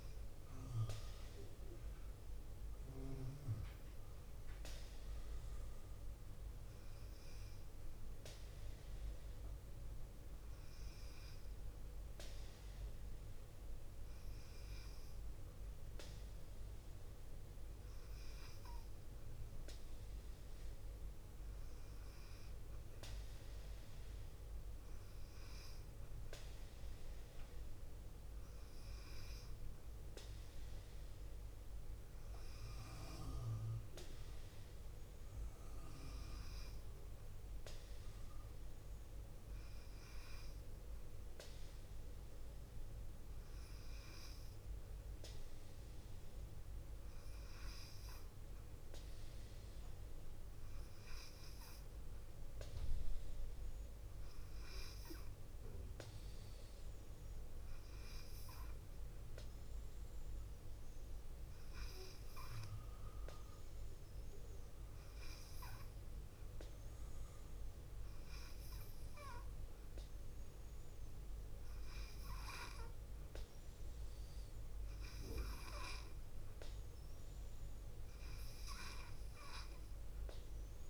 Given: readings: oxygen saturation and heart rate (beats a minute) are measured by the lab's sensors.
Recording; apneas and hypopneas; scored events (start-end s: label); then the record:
breathing in sleep by a room microphone; none
none scored
From the record:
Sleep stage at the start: N2 (light sleep); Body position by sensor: on the left side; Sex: female